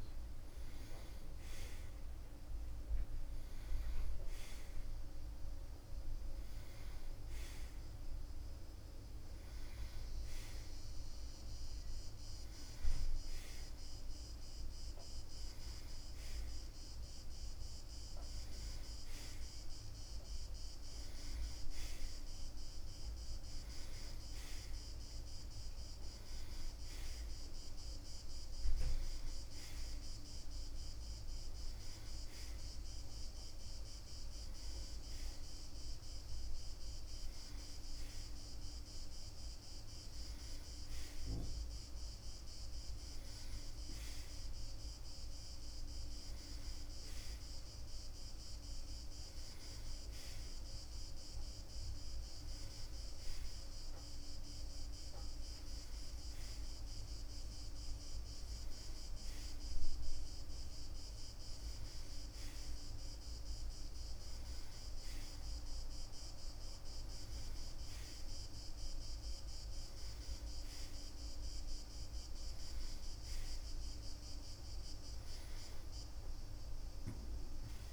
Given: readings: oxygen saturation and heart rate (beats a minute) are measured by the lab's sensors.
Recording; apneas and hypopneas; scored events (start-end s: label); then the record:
breathing in sleep, hard to hear, by a room microphone; none
0.00-16.50 s: oxygen desaturation (device-marked, oxygen 85% lowest, heart rate 26 extreme)
From the record:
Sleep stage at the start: N1 (lightest sleep); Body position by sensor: on the right side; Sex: male